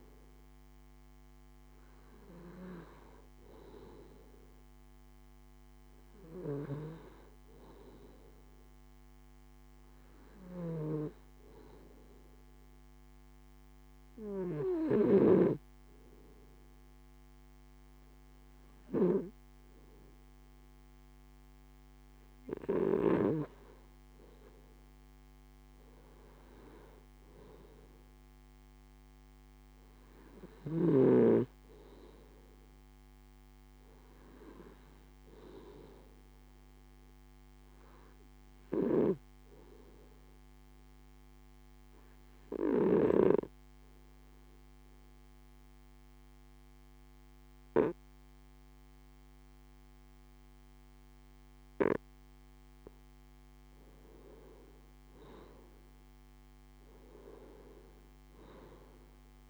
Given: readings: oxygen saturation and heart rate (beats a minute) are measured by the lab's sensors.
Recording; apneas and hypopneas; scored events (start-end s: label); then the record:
breathing in sleep by a microphone on the trachea; 2
12.00-24.50 s: obstructive apnea (oxygen 95% before, 93% lowest, heart rate 100 before, 33 extreme, up 8 after)
25.50-29.50 s: arousal
40.50-53.50 s: obstructive apnea (oxygen 95% before, 93% lowest, heart rate 68 before, 49 extreme, up 0 after)
58.00-59.50 s: arousal
From the record:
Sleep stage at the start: N2 (light sleep); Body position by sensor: on the left side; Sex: male